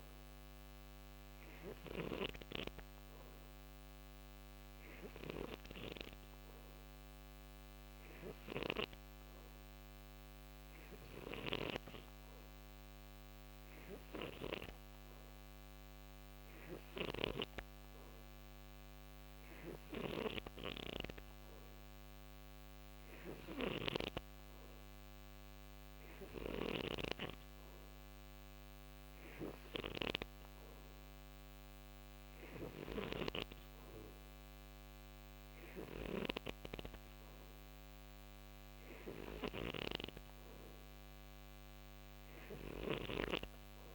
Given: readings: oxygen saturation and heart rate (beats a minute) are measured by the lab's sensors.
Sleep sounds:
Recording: breathing in sleep by a microphone on the trachea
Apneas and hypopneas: none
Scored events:
19.00-23.50 s: snoring (device-marked)
25.50-43.95 s: snoring (device-marked)
From the record:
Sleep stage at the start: N3 (deep sleep)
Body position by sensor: on the right side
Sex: male

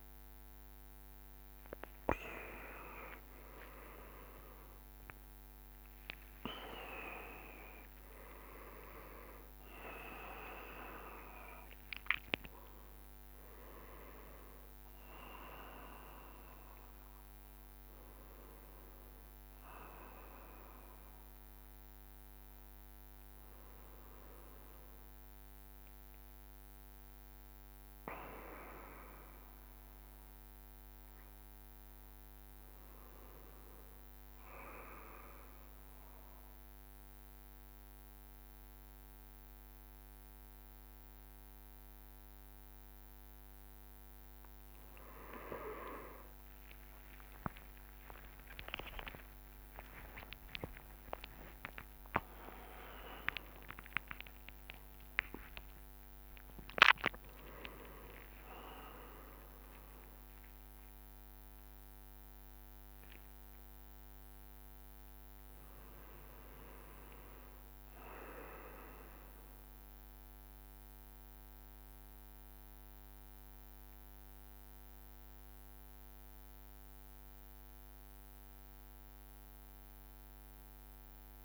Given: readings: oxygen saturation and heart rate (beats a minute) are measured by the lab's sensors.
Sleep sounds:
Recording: a person awake in a sleep study, by a microphone on the trachea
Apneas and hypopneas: none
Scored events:
2.50-4.50 s: long interval between heartbeats (device-marked, heart rate 81 before, 87 extreme)
3.50-19.50 s: drop in pulse transit time (device-marked, heart rate 81 before, 82 extreme)
5.50-22.50 s: oxygen desaturation (device-marked, oxygen 97% before, 94% lowest, heart rate 80 before, 67 extreme)
8.50-38.50 s: new sleep stage, N1 (lightest sleep)
38.50-81.45 s: new sleep stage, awake
45.50-57.50 s: tachycardia (device-marked, heart rate 74 before, 169 extreme)
47.50-49.50 s: long interval between heartbeats (device-marked, heart rate 70 before, 90 extreme)
47.50-57.50 s: drop in pulse transit time (device-marked, heart rate 70 before, 90 extreme)
49.50-51.50 s: long interval between heartbeats (device-marked, heart rate 73 before, 133 extreme)
54.50-56.50 s: long interval between heartbeats (device-marked, heart rate 93 before, 152 extreme)
57.50-59.50 s: long interval between heartbeats (device-marked, heart rate 105 before, 108 extreme)
58.50-62.50 s: bradycardia (device-marked, heart rate 75 before, 58 extreme)
64.50-70.50 s: tachycardia (device-marked, heart rate 75 before, 126 extreme)
69.50-71.50 s: long interval between heartbeats (device-marked, heart rate 112 before, 121 extreme)
From the record:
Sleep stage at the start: awake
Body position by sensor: on the back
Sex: male

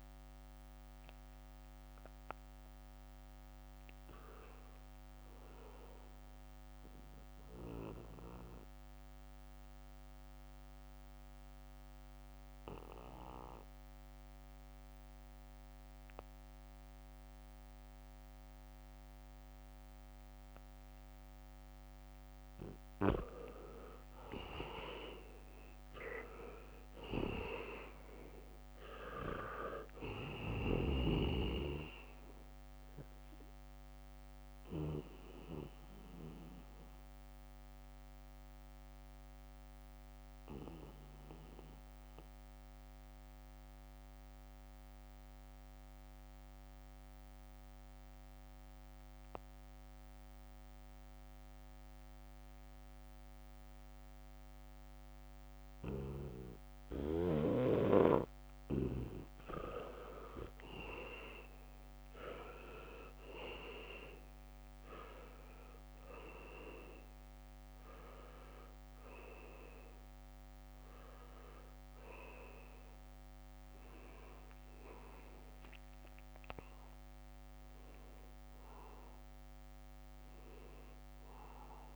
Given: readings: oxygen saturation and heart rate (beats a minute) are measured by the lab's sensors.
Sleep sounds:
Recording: breathing in sleep by a microphone on the trachea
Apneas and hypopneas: 2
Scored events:
0.00-11.50 s: oxygen desaturation (device-marked, oxygen 82% lowest, heart rate 67 extreme)
9.00-22.00 s: obstructive apnea (oxygen 97% before, 81% lowest, heart rate 72 before, 68 extreme)
23.50-28.00 s: leg movement (device-marked)
24.50-28.50 s: arousal
25.50-48.50 s: oxygen desaturation (device-marked, oxygen 98% before, 84% lowest, heart rate 74 before, 66 extreme)
34.50-58.50 s: mixed apnea (oxygen 99% before, 81% lowest, heart rate 71 before, 66 extreme, up 0 after)
52.50-56.00 s: leg movement (device-marked)
55.50-81.96 s: oxygen desaturation (device-marked, oxygen 99% before, 81% lowest, heart rate 71 before, 66 extreme)
58.00-64.00 s: leg movement (device-marked)
60.00-63.50 s: arousal
From the record:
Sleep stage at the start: N2 (light sleep)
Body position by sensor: on the back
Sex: male

